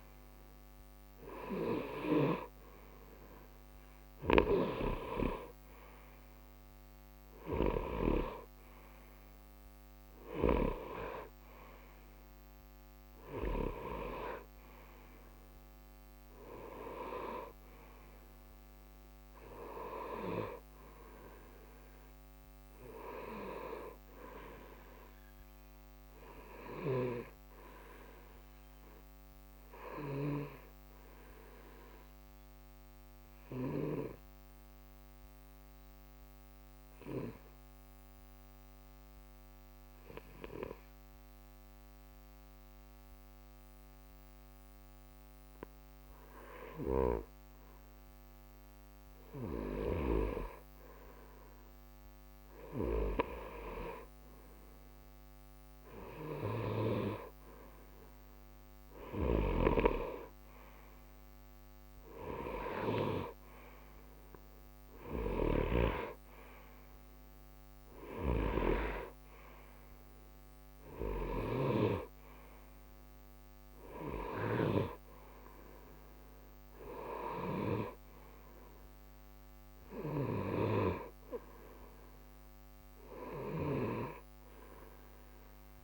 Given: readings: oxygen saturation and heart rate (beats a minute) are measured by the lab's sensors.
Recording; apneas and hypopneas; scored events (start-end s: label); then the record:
breathing in sleep by a microphone on the trachea; 1
0.00-34.50 s: oxygen desaturation (device-marked, oxygen 88% lowest, heart rate 60 extreme)
27.00-45.50 s: obstructive apnea (oxygen 92% before, 89% lowest, heart rate 61 before, 60 extreme, up 0 after)
48.00-52.00 s: arousal
58.50-85.84 s: oxygen desaturation (device-marked, oxygen 94% before, 89% lowest, heart rate 61 before, 60 extreme)
From the record:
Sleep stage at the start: N2 (light sleep); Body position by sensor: on the right side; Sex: male